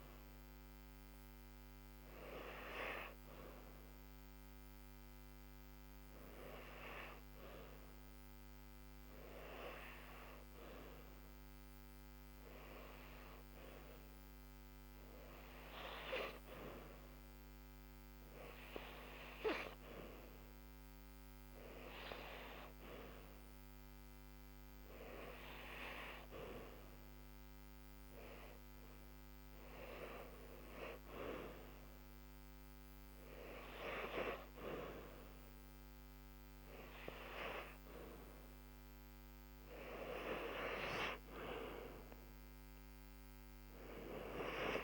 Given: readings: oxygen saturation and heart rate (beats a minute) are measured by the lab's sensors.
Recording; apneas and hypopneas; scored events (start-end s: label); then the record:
breathing in sleep by a microphone on the trachea; 1
6.00-30.50 s: hypopnea (oxygen 97% before, 92% lowest, heart rate 71 before, 71 extreme, up 3 after)
8.50-22.50 s: oxygen desaturation (device-marked, oxygen 95% before, 92% lowest, heart rate 72 before, 71 extreme)
34.00-39.00 s: arousal
From the record:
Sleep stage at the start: N2 (light sleep); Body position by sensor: on the back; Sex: female